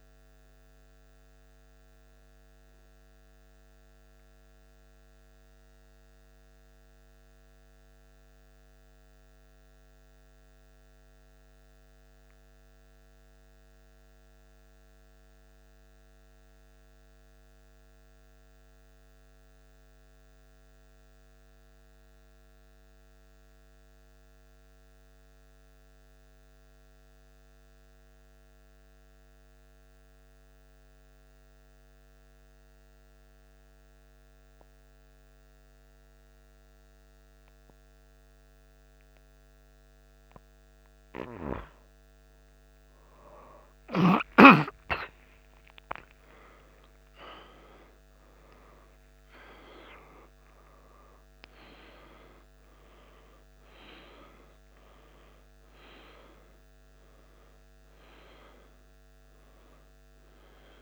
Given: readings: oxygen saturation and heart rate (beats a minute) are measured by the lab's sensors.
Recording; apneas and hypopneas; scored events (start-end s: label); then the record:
breathing in sleep by a microphone on the trachea; 1
6.00-39.00 s: mixed apnea (oxygen 97% before, 94% lowest, heart rate 77 before, 74 extreme, up 1 after)
41.50-46.50 s: arousal
48.00-60.82 s: new sleep stage, N1 (lightest sleep)
From the record:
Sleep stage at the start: N2 (light sleep); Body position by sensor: on the back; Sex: male